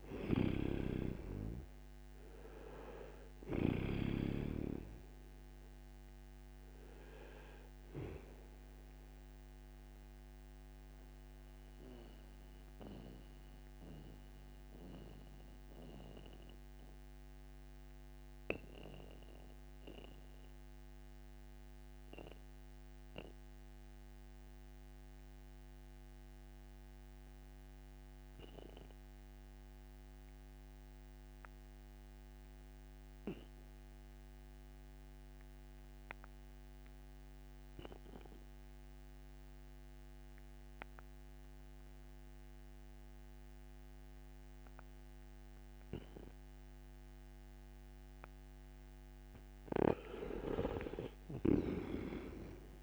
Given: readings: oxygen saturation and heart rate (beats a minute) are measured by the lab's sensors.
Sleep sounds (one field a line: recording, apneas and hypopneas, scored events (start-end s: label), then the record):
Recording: breathing in sleep by a microphone on the trachea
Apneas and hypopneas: 1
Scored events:
0.00-3.50 s: snoring (device-marked)
0.00-29.00 s: oxygen desaturation (device-marked, oxygen 78% lowest, heart rate 57 extreme)
11.50-48.00 s: mixed apnea (oxygen 96% before, 78% lowest, heart rate 88 before, 57 extreme, up 9 after)
40.00-52.83 s: oxygen desaturation (device-marked, oxygen 99% before, 79% lowest, heart rate 61 before, 59 extreme)
50.50-52.83 s: arousal
51.00-52.83 s: snoring (device-marked)
From the record:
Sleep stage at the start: N2 (light sleep)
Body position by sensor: on the right side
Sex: male